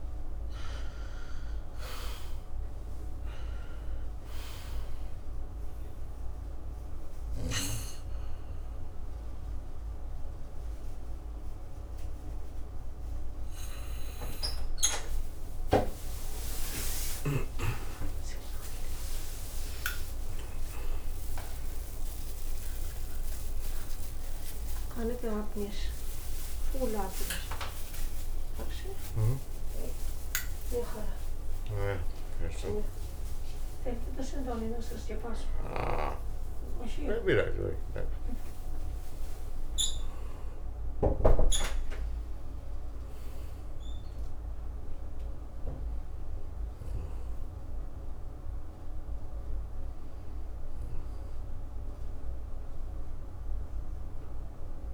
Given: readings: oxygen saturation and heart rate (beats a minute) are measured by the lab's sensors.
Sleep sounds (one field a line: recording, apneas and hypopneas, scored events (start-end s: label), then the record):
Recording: a person awake in a sleep study, by a room microphone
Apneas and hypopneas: none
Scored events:
7.00-54.94 s: new sleep stage, awake
17.00-40.00 s: oxygen desaturation (device-marked, oxygen 95% before, 84% lowest, heart rate 60 before, 58 extreme)
17.50-19.50 s: long interval between heartbeats (device-marked, heart rate 60 before, 65 extreme)
21.00-23.00 s: long interval between heartbeats (device-marked, heart rate 64 before, 94 extreme)
From the record:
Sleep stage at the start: N2 (light sleep)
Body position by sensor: on the back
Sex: male